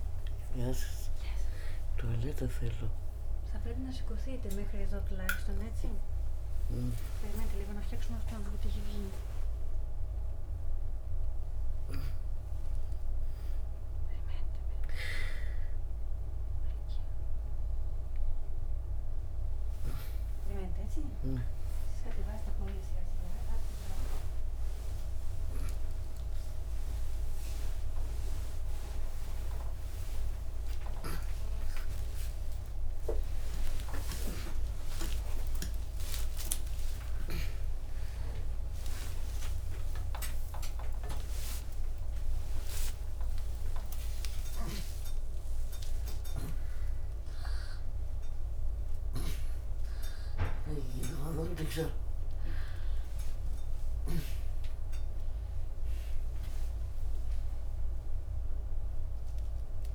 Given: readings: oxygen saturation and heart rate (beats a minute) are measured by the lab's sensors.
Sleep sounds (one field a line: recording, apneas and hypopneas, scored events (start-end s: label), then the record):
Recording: a person awake in a sleep study, by a room microphone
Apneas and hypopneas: none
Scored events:
none scored
From the record:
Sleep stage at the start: awake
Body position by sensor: on the back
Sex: female